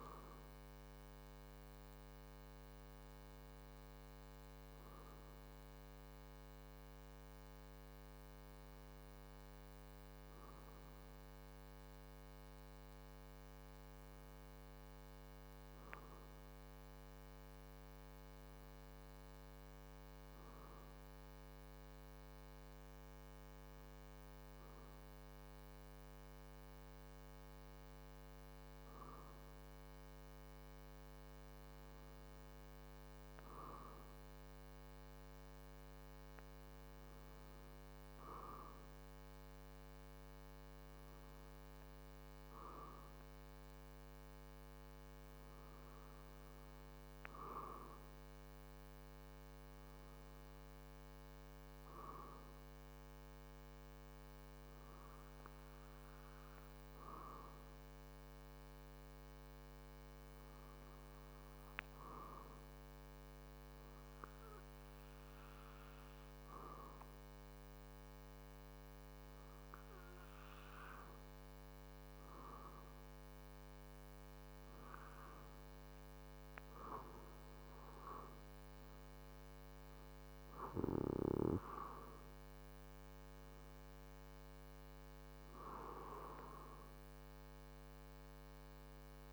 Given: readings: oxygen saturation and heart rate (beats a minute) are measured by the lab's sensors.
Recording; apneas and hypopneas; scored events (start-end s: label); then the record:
breathing in sleep by a microphone on the trachea; 1
56.00-69.50 s: hypopnea (oxygen 96% before, 95% lowest, heart rate 44 before, 45 extreme, up 1 after)
66.50-89.33 s: new sleep stage, REM sleep
72.00-76.00 s: arousal
From the record:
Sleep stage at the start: N2 (light sleep); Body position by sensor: on the back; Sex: male